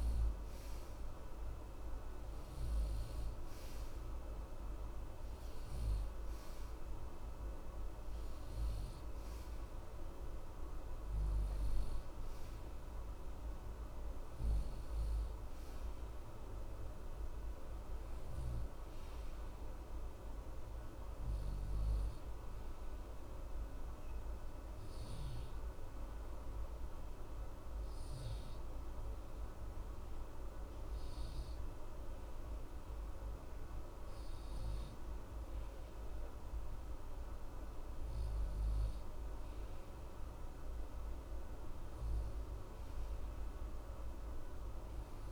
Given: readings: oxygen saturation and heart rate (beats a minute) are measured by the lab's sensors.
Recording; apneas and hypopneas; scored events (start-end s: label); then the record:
breathing in sleep, hard to hear, by a room microphone; 1
0.00-16.50 s: oxygen desaturation (device-marked, oxygen 90% lowest, heart rate 61 extreme)
17.00-21.00 s: arousal
23.50-39.00 s: hypopnea (oxygen 95% before, 93% lowest, heart rate 62 before, 61 extreme, up 2 after)
41.50-45.32 s: arousal
From the record:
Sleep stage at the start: N2 (light sleep); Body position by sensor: on the right side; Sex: male